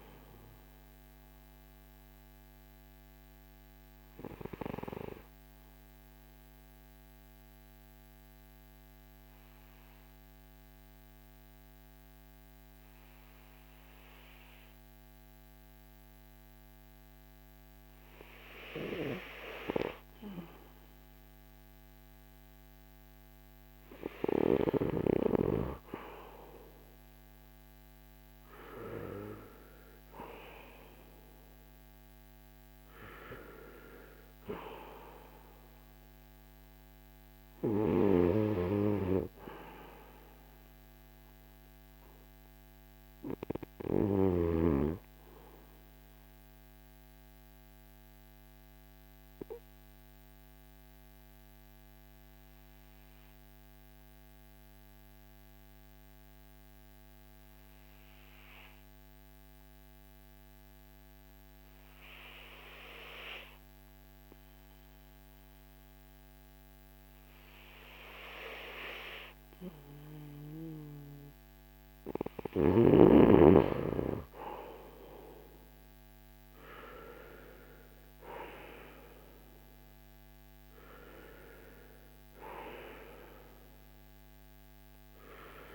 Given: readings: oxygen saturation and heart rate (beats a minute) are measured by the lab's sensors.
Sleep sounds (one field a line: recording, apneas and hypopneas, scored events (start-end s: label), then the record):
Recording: breathing in sleep by a microphone on the trachea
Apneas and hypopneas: 2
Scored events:
1.50-25.00 s: obstructive apnea (oxygen 95% before, 93% lowest, heart rate 53 before, 39 extreme, up 7 after)
26.00-31.00 s: arousal
45.50-69.00 s: obstructive apnea (oxygen 97% before, 93% lowest, heart rate 54 before, 39 extreme, up 19 after)
70.50-75.00 s: arousal
From the record:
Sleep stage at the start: N2 (light sleep)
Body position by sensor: on the back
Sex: male